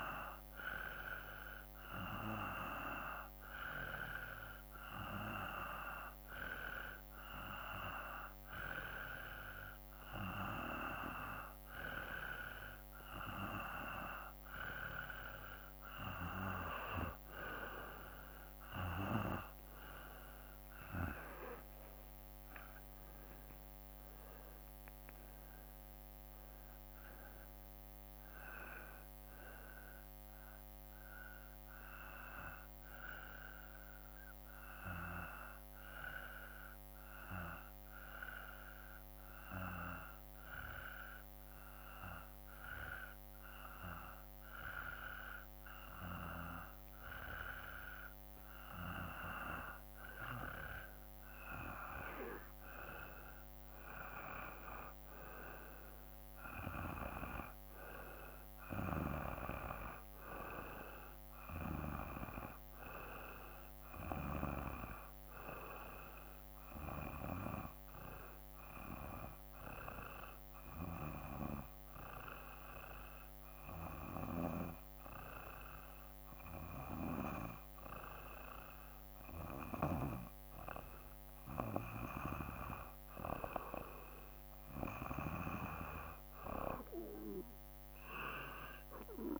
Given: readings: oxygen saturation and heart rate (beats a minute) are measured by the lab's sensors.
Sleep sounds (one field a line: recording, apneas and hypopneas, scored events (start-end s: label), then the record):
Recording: breathing in sleep by a microphone on the trachea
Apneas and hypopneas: 2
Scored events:
22.50-26.00 s: arousal
33.00-48.00 s: hypopnea (oxygen 94% before, 91% lowest, heart rate 55 before, 51 extreme, up 4 after)
52.50-56.50 s: arousal
56.00-75.00 s: oxygen desaturation (device-marked, oxygen 95% before, 91% lowest, heart rate 53 before, 53 extreme)
68.50-82.00 s: hypopnea (oxygen 95% before, 90% lowest, heart rate 55 before, 52 extreme, up 2 after)
83.50-88.00 s: arousal
From the record:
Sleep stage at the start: N2 (light sleep)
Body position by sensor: on the back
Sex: male